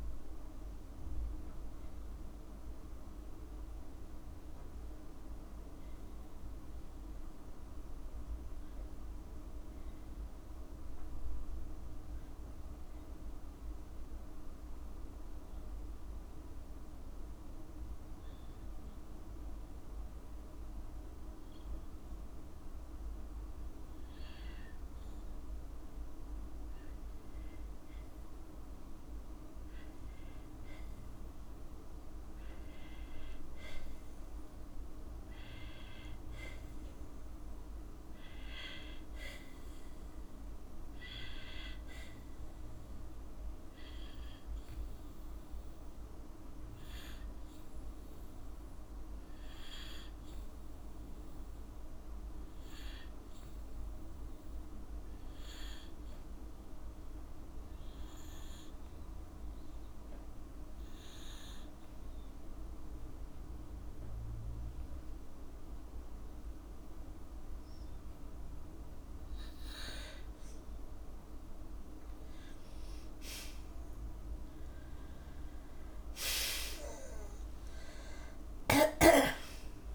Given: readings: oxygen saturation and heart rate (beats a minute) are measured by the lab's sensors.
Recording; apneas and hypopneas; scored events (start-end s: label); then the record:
breathing in sleep, hard to hear, by a room microphone; 2
14.00-25.50 s: obstructive apnea (oxygen 98% before, 94% lowest, heart rate 58 before, 54 extreme, up 3 after)
27.00-30.50 s: arousal
36.50-63.50 s: oxygen desaturation (device-marked, oxygen 98% before, 95% lowest, heart rate 56 before, 56 extreme)
51.00-54.50 s: arousal
58.50-70.00 s: hypopnea (oxygen 98% before, 93% lowest, heart rate 57 before, 56 extreme, up 13 after)
71.50-75.50 s: arousal
75.50-77.50 s: long interval between heartbeats (device-marked, heart rate 57 before, 68 extreme)
78.50-79.95 s: long interval between heartbeats (device-marked, heart rate 59 before, 78 extreme)
From the record:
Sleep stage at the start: N2 (light sleep); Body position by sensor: on the back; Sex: female